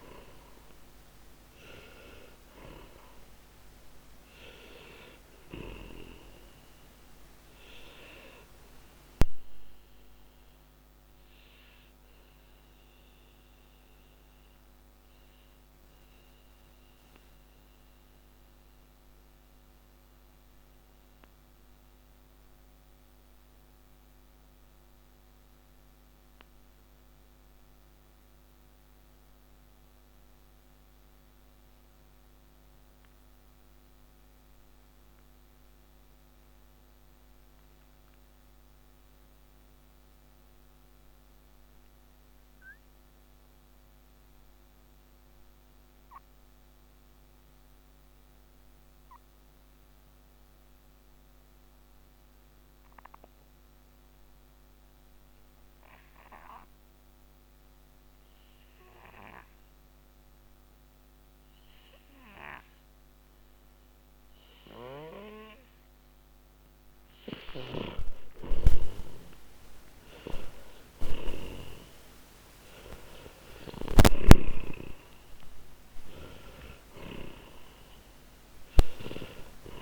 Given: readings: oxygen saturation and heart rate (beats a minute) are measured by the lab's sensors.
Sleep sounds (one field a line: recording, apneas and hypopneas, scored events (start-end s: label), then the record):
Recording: breathing in sleep by a microphone on the trachea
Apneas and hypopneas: 1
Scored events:
0.00-32.50 s: oxygen desaturation (device-marked, oxygen 83% lowest, heart rate 42 extreme)
8.00-67.00 s: mixed apnea (oxygen 97% before, 83% lowest, heart rate 131 before, 97 extreme, up 19 after)
62.50-79.82 s: oxygen desaturation (device-marked, oxygen 97% before, 83% lowest, heart rate 147 before, 87 extreme)
68.00-73.00 s: arousal
From the record:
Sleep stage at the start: N2 (light sleep)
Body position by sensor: on the back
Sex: male